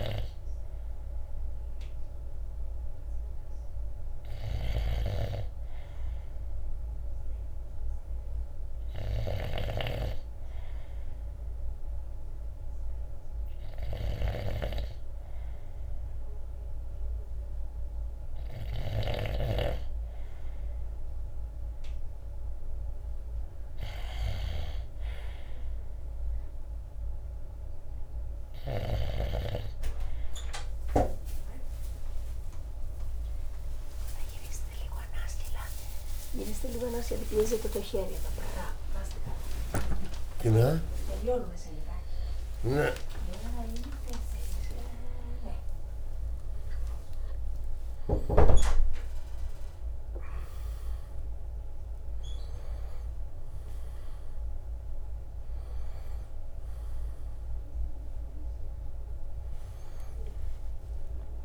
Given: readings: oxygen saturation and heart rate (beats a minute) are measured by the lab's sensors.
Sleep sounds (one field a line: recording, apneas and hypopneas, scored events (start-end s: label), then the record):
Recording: a person partly awake in a sleep study, by a room microphone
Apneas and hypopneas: none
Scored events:
0.00-28.50 s: snoring (device-marked)
38.50-48.50 s: drop in pulse transit time (device-marked, heart rate 68 before, 98 extreme)
38.50-61.45 s: new sleep stage, awake
From the record:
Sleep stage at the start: N3 (deep sleep)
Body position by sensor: on the right side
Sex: male